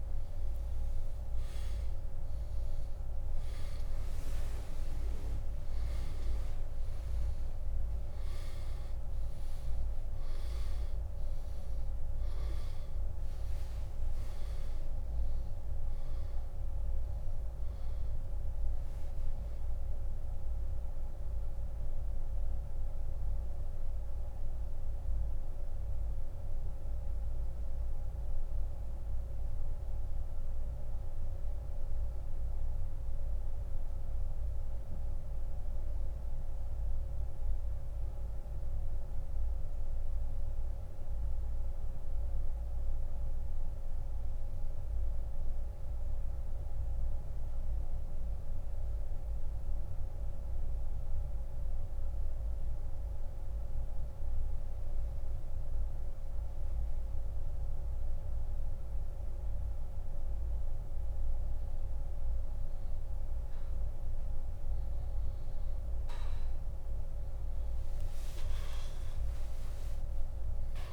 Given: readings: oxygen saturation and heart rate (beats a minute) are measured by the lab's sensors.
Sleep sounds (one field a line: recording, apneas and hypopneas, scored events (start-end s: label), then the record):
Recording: breathing in sleep, hard to hear, by a room microphone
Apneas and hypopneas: 1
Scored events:
0.00-3.00 s: arousal
14.00-59.00 s: oxygen desaturation (device-marked, oxygen 95% before, 83% lowest, heart rate 35 before, 35 extreme)
25.50-61.00 s: central apnea (oxygen 96% before, 83% lowest, heart rate 50 before, 35 extreme, up 7 after)
67.50-70.93 s: arousal
From the record:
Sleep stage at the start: N2 (light sleep)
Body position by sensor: on the back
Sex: male